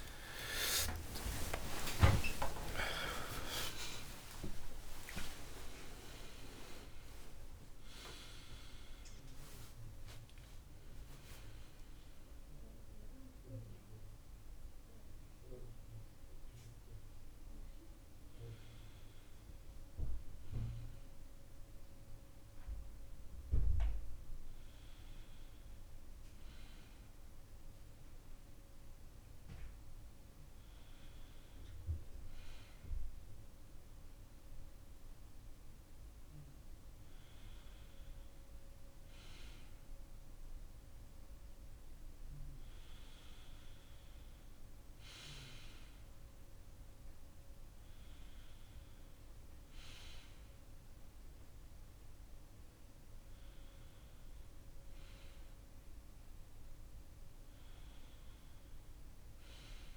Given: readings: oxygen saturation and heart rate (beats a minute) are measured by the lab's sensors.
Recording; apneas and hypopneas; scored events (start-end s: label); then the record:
breathing in sleep by a room microphone; none
0.50-7.50 s: arousal
29.50-59.96 s: oxygen desaturation (device-marked, oxygen 99% before, 93% lowest)
From the record:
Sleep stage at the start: N2 (light sleep); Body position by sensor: on the back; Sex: male